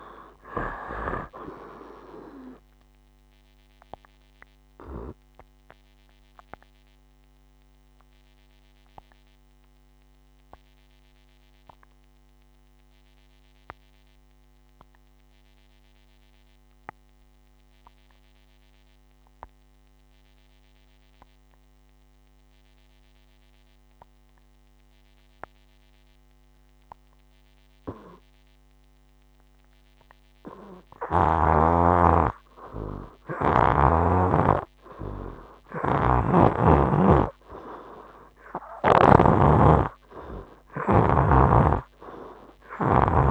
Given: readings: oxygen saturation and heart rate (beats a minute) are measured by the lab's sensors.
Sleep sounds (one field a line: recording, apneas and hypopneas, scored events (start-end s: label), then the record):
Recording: breathing in sleep by a microphone on the trachea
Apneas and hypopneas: 1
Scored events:
0.00-27.00 s: oxygen desaturation (device-marked, oxygen 74% lowest, heart rate 56 extreme)
3.50-29.50 s: obstructive apnea (oxygen 97% before, 74% lowest, heart rate 66 before, 56 extreme, up 5 after)
30.50-35.00 s: arousal
36.00-39.50 s: snoring (device-marked)
39.00-43.31 s: oxygen desaturation (device-marked, oxygen 97% before, 76% lowest, heart rate 60 before, 61 extreme)
41.50-43.31 s: snoring (device-marked)
From the record:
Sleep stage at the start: N2 (light sleep)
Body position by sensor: on the right side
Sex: male